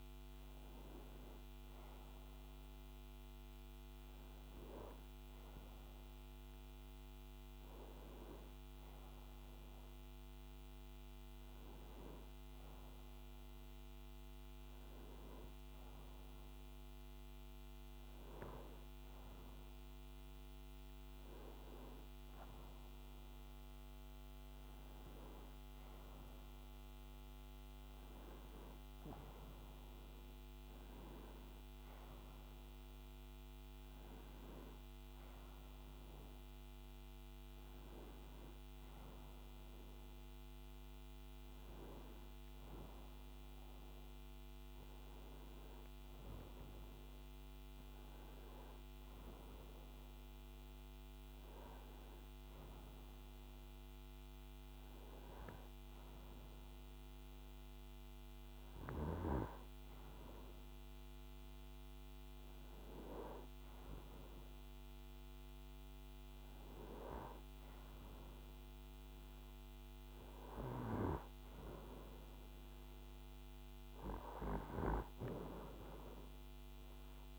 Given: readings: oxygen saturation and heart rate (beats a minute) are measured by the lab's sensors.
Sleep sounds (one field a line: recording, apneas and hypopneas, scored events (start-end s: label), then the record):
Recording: breathing in sleep by a microphone on the trachea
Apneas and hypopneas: none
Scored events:
none scored
From the record:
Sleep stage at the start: N1 (lightest sleep)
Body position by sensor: on the right side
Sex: male